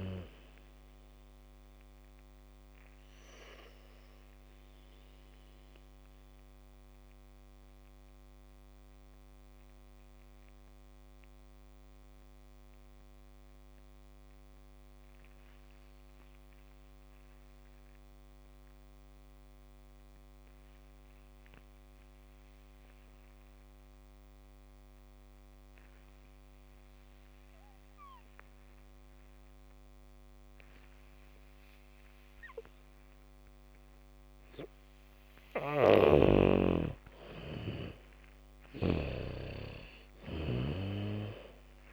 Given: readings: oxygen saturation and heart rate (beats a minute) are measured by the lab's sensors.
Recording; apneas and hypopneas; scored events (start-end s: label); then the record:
breathing in sleep by a microphone on the trachea; 1
0.00-16.50 s: oxygen desaturation (device-marked, oxygen 76% lowest, heart rate 47 extreme)
3.00-36.00 s: mixed apnea (oxygen 97% before, 76% lowest, heart rate 61 before, 50 extreme, up 9 after)
24.50-41.93 s: oxygen desaturation (device-marked, oxygen 99% before, 77% lowest, heart rate 77 before, 50 extreme)
26.50-39.50 s: bradycardia (device-marked, heart rate 69 before, 55 extreme)
36.00-39.50 s: snoring (device-marked)
38.00-41.93 s: arousal
From the record:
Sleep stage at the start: N2 (light sleep); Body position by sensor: on the back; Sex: female